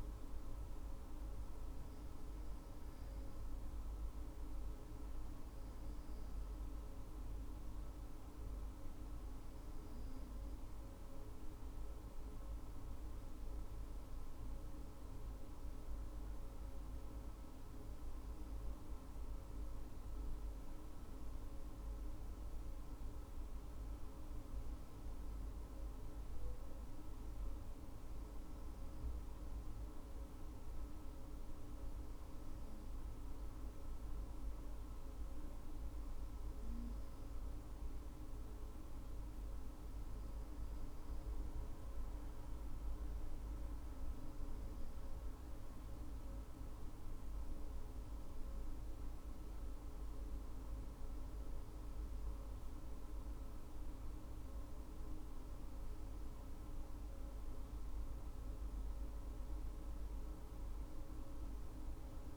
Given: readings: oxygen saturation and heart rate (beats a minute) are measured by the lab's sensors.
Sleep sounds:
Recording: breathing in sleep, hard to hear, by a room microphone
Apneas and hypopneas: none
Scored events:
none scored
From the record:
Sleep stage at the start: N2 (light sleep)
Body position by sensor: on the right side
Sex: female

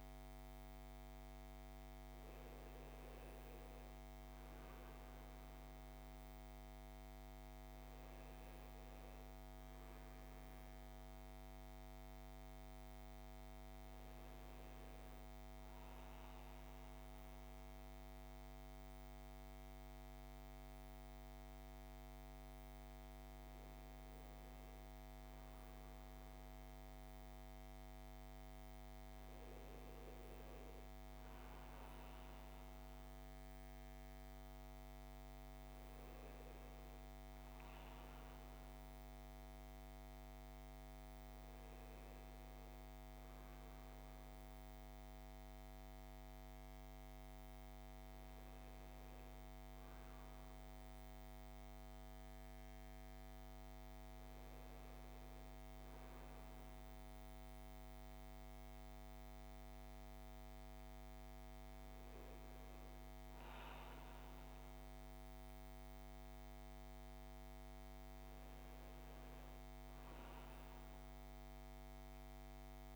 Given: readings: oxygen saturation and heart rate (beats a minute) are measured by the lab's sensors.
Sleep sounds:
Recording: breathing in sleep, hard to hear, by a microphone on the trachea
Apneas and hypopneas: none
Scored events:
none scored
From the record:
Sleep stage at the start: N1 (lightest sleep)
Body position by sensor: on the right side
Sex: male

